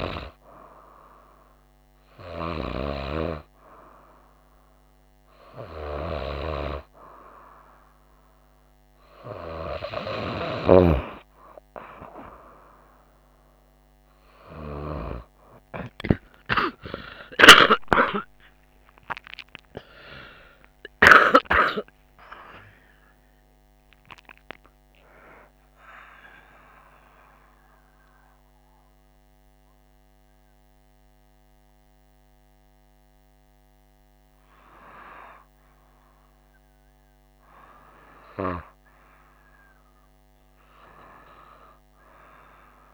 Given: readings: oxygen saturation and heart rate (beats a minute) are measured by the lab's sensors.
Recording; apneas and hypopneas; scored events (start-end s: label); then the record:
a person partly awake in a sleep study, by a microphone on the trachea; none
27.00-42.93 s: new sleep stage, awake
From the record:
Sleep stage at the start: N2 (light sleep); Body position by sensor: on the right side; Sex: female